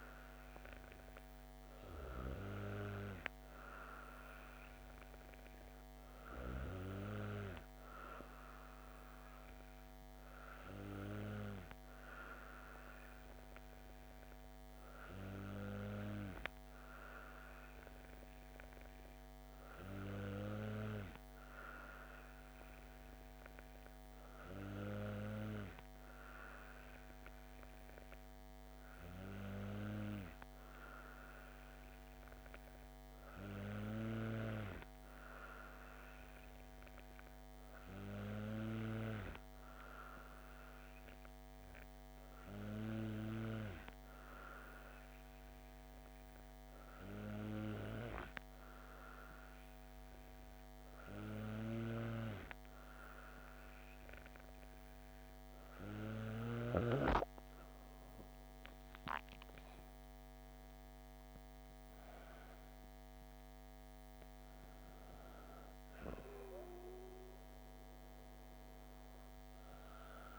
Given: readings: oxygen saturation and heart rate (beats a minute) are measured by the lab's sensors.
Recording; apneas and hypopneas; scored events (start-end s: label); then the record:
breathing in sleep by a microphone on the trachea; none
51.50-56.50 s: snoring (device-marked)
From the record:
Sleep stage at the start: N2 (light sleep); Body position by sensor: on the back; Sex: female